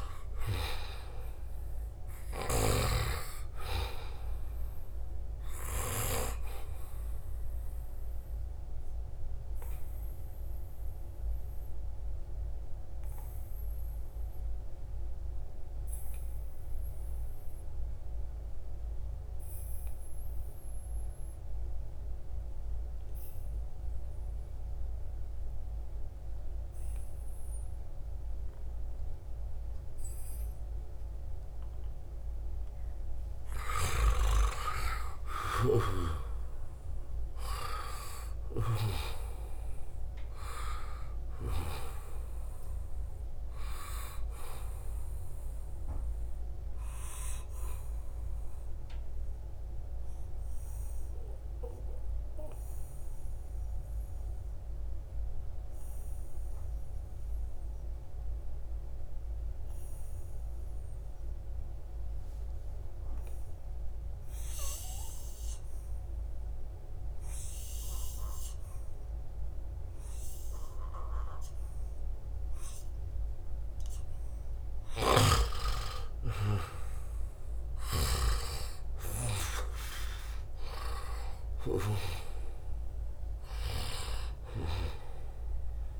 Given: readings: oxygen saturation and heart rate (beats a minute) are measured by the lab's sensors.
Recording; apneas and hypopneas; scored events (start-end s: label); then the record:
breathing in sleep by a room microphone; 2
0.00-1.00 s: arousal
0.00-3.00 s: snoring (device-marked)
2.00-16.00 s: oxygen desaturation (device-marked, oxygen 95% before, 91% lowest, heart rate 76 before, 68 extreme)
7.50-34.00 s: obstructive apnea (oxygen 95% before, 88% lowest, heart rate 76 before, 68 extreme, up 10 after)
32.00-59.00 s: oxygen desaturation (device-marked, oxygen 96% before, 88% lowest, heart rate 72 before, 72 extreme)
35.00-37.00 s: long interval between heartbeats (device-marked, heart rate 71 before, 72 extreme)
35.00-40.00 s: arousal
46.00-73.50 s: obstructive apnea (oxygen 96% before, 88% lowest, heart rate 73 before, 72 extreme, up 3 after)
75.00-78.50 s: snoring (device-marked)
75.00-79.50 s: arousal
78.00-86.00 s: oxygen desaturation (device-marked, oxygen 96% before, 89% lowest, heart rate 74 before, 68 extreme)
From the record:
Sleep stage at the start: N2 (light sleep); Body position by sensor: on the right side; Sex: male